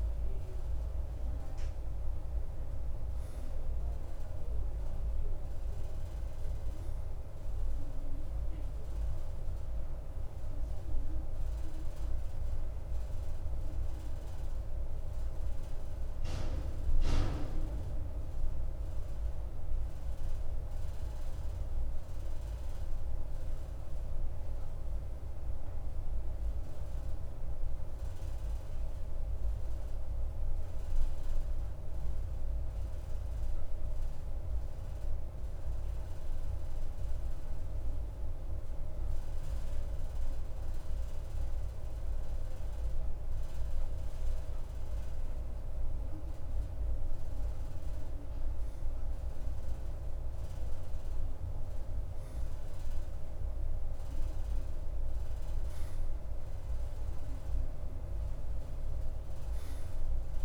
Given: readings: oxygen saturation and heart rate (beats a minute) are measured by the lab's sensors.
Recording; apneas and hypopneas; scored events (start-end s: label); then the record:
breathing in sleep, hard to hear, by a room microphone; 1
16.00-43.00 s: obstructive apnea (oxygen 94% before, 92% lowest, heart rate 55 before, 52 extreme, up 0 after)
45.50-49.50 s: arousal
From the record:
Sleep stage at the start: N2 (light sleep); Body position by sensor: on the right side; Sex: male